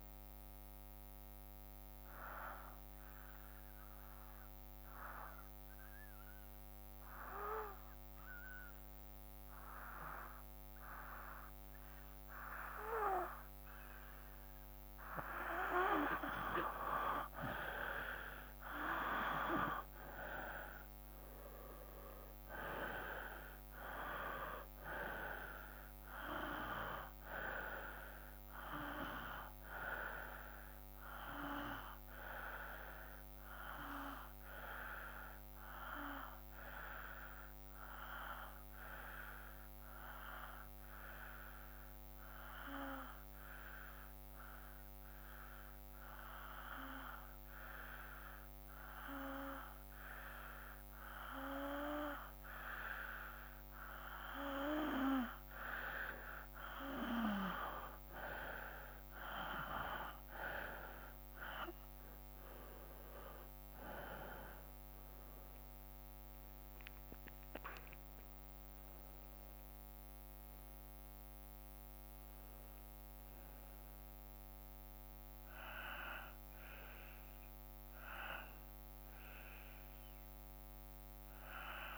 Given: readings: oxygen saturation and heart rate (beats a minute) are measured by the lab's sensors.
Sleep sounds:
breathing in sleep by a microphone on the trachea; 2
1.00-14.50 s: obstructive apnea (oxygen 95% before, 88% lowest, heart rate 59 before, 54 extreme, up 7 after)
18.00-21.50 s: arousal
18.50-38.50 s: oxygen desaturation (device-marked, oxygen 96% before, 88% lowest, heart rate 56 before, 54 extreme)
38.00-54.00 s: hypopnea (oxygen 96% before, 91% lowest, heart rate 59 before, 54 extreme, up 4 after)
55.50-80.50 s: oxygen desaturation (device-marked, oxygen 96% before, 91% lowest, heart rate 55 before, 53 extreme)
58.50-62.50 s: arousal
78.50-81.98 s: new sleep stage, awake
From the record:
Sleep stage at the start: N2 (light sleep); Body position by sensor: on the back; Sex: male

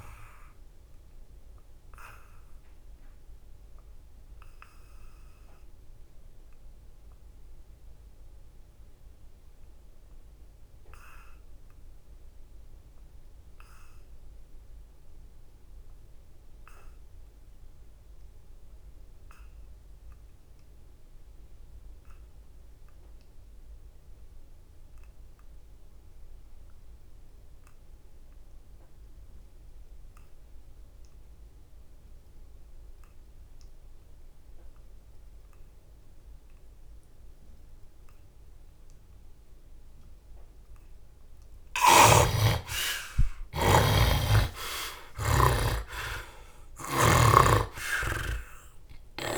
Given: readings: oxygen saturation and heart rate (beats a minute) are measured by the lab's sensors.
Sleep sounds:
breathing in sleep by a room microphone; 1
0.00-20.00 s: oxygen desaturation (device-marked, oxygen 52% lowest, heart rate 67 extreme)
1.00-39.50 s: obstructive apnea (oxygen 95% before, 50% lowest, heart rate 80 before, 67 extreme, up 17 after)
28.00-49.38 s: oxygen desaturation (device-marked, oxygen 84% before, 50% lowest, heart rate 69 before, 69 extreme)
41.50-45.00 s: snoring (device-marked)
42.00-46.00 s: arousal
From the record:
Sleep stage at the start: N2 (light sleep); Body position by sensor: on the back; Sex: male

